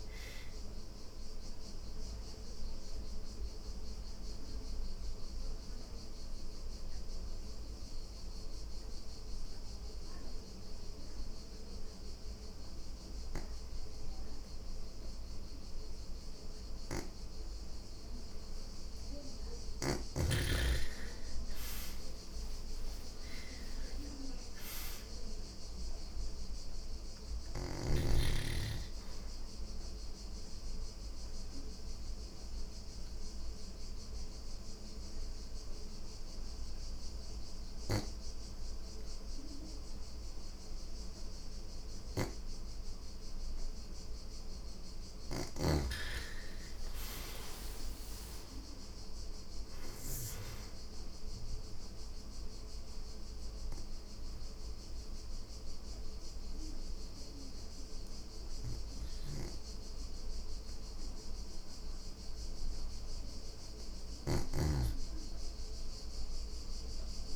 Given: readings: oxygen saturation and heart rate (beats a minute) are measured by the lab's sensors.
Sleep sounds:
breathing in sleep by a room microphone; 3
0.00-10.50 s: oxygen desaturation (device-marked, oxygen 82% lowest, heart rate 59 extreme)
0.50-19.00 s: mixed apnea (oxygen 99% before, 82% lowest, heart rate 133 before, 59 extreme)
21.00-25.00 s: arousal
22.50-37.50 s: oxygen desaturation (device-marked, oxygen 99% before, 90% lowest, heart rate 97 before, 58 extreme)
29.00-44.00 s: mixed apnea (oxygen 99% before, 88% lowest, heart rate 86 before, 58 extreme, up 37 after)
34.50-67.36 s: new sleep stage, N2 (light sleep)
44.00-49.50 s: snoring (device-marked)
44.50-61.50 s: oxygen desaturation (device-marked, oxygen 99% before, 88% lowest, heart rate 95 before, 58 extreme)
45.50-49.00 s: arousal
51.00-62.00 s: mixed apnea (oxygen 99% before, 85% lowest, heart rate 98 before, 77 extreme, up 52 after)
58.00-67.00 s: snoring (device-marked)
From the record:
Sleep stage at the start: REM sleep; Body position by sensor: on the back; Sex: female

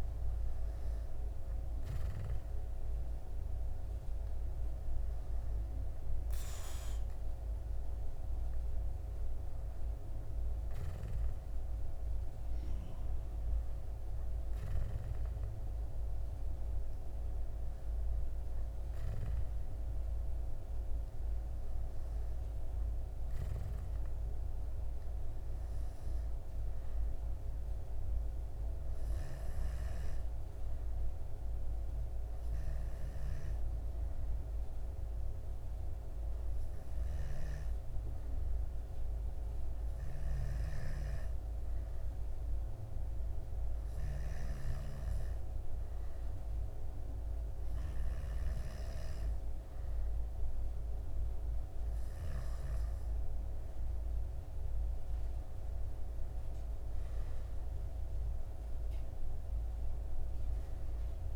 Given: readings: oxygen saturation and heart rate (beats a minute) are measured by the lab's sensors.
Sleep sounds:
breathing in sleep, hard to hear, by a room microphone; none
none scored
From the record:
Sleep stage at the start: N2 (light sleep); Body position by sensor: on the back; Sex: male

